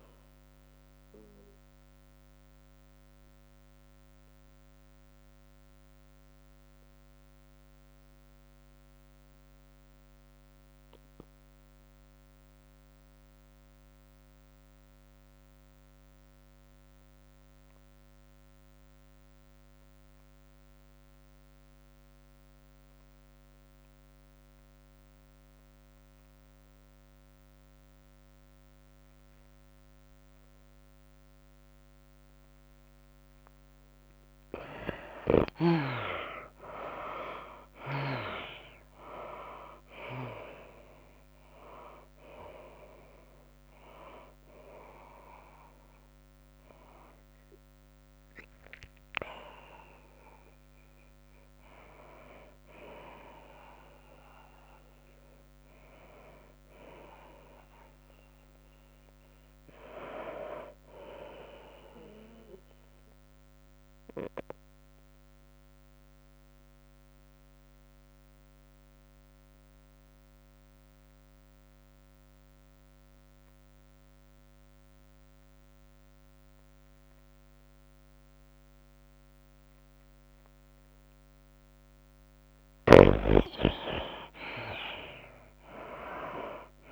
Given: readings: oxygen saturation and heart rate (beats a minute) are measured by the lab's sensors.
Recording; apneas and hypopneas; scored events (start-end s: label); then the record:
breathing in sleep by a microphone on the trachea; 2
0.00-3.50 s: tachycardia (device-marked, heart rate 106 extreme)
0.00-6.50 s: drop in pulse transit time (device-marked, heart rate 101 extreme)
0.00-7.50 s: oxygen desaturation (device-marked, oxygen 79% lowest, heart rate 88 extreme)
1.00-33.50 s: mixed apnea (oxygen 98% before, 72% lowest, heart rate 100 before, 88 extreme, up 17 after)
20.50-57.50 s: oxygen desaturation (device-marked, oxygen 97% before, 72% lowest, heart rate 100 before, 88 extreme)
36.00-40.50 s: arousal
36.50-51.50 s: drop in pulse transit time (device-marked, heart rate 93 before, 96 extreme)
36.50-70.50 s: tachycardia (device-marked, heart rate 109 before, 110 extreme)
65.00-82.00 s: obstructive apnea (oxygen 98% before, 75% lowest, heart rate 108 before, 94 extreme, up 9 after)
74.50-86.91 s: oxygen desaturation (device-marked, oxygen 96% before, 78% lowest, heart rate 104 before, 94 extreme)
85.50-86.91 s: tachycardia (device-marked, heart rate 109 before, 107 extreme)
From the record:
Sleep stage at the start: N2 (light sleep); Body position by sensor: on the right side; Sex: female